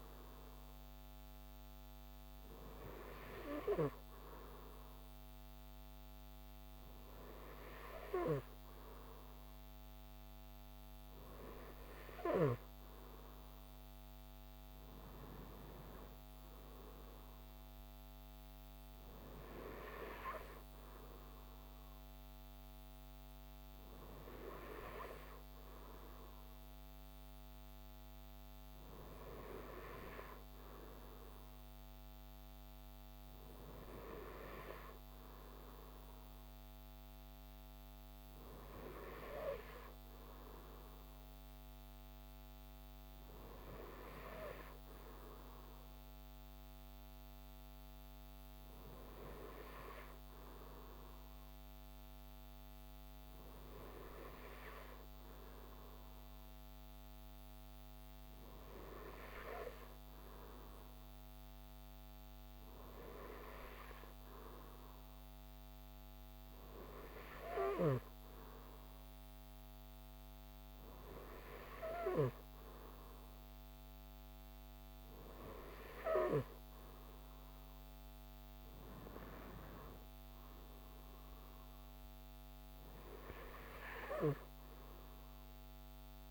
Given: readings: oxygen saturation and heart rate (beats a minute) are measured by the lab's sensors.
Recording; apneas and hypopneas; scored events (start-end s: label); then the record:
breathing in sleep by a microphone on the trachea; none
none scored
From the record:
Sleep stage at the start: N2 (light sleep); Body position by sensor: on the right side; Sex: male